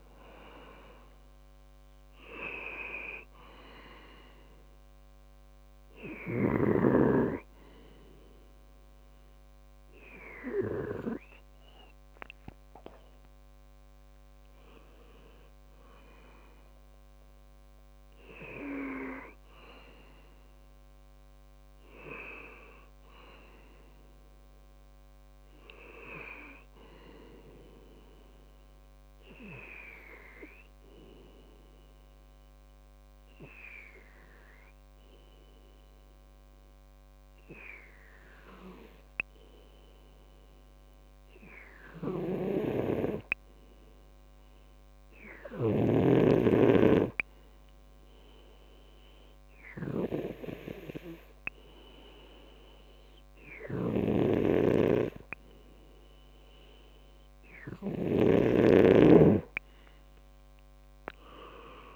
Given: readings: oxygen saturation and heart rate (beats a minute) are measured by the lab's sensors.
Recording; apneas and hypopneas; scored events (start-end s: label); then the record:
breathing in sleep by a microphone on the trachea; 1
22.50-26.00 s: arousal
31.00-44.50 s: hypopnea (oxygen 98% before, 92% lowest, heart rate 69 before, 62 extreme, up 4 after)
49.00-51.50 s: arousal
49.00-61.96 s: oxygen desaturation (device-marked, oxygen 98% before, 92% lowest, heart rate 63 before, 60 extreme)
From the record:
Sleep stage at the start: N2 (light sleep); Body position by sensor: on the back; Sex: male